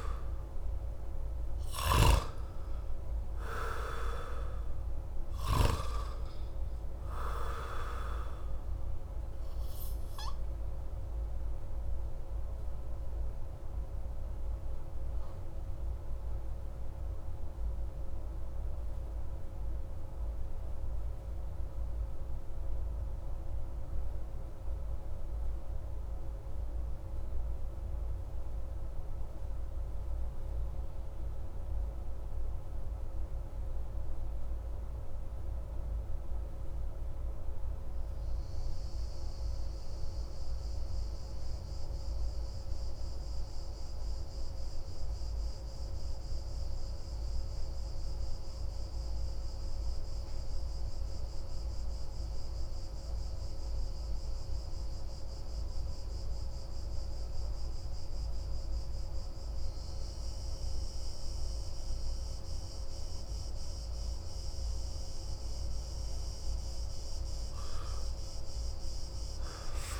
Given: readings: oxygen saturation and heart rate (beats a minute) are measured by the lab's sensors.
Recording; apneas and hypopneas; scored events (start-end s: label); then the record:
breathing in sleep by a room microphone; 1
0.00-2.00 s: arousal
0.00-37.50 s: oxygen desaturation (device-marked, oxygen 83% lowest)
8.50-64.00 s: obstructive apnea (oxygen 94% before, 83% lowest)
65.50-70.00 s: oxygen desaturation (device-marked, oxygen 97% before, 92% lowest)
66.00-70.00 s: arousal
From the record:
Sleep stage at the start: N2 (light sleep); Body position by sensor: on the back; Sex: male